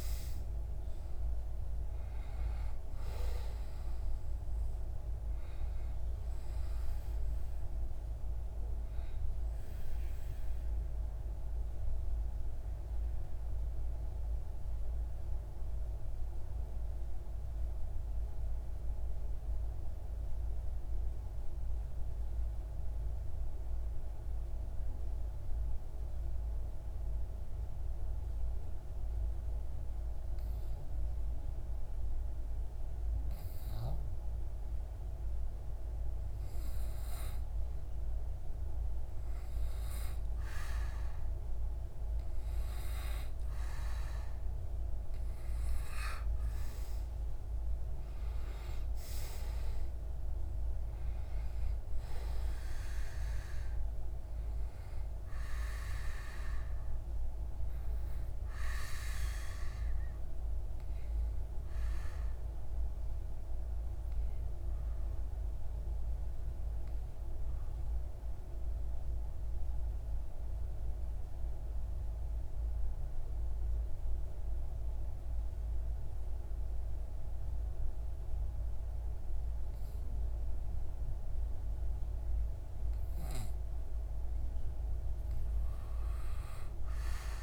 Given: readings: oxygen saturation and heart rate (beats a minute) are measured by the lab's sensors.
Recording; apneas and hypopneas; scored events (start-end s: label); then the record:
breathing in sleep, hard to hear, by a room microphone; 2
2.50-15.50 s: oxygen desaturation (device-marked, oxygen 96% before, 93% lowest)
9.00-35.50 s: obstructive apnea (oxygen 98% before, 92% lowest)
37.50-41.00 s: arousal
38.50-70.50 s: oxygen desaturation (device-marked, oxygen 97% before, 92% lowest)
61.00-82.00 s: obstructive apnea (oxygen 97% before, 93% lowest)
84.50-87.43 s: arousal
From the record:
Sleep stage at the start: N2 (light sleep); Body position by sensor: on the back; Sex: male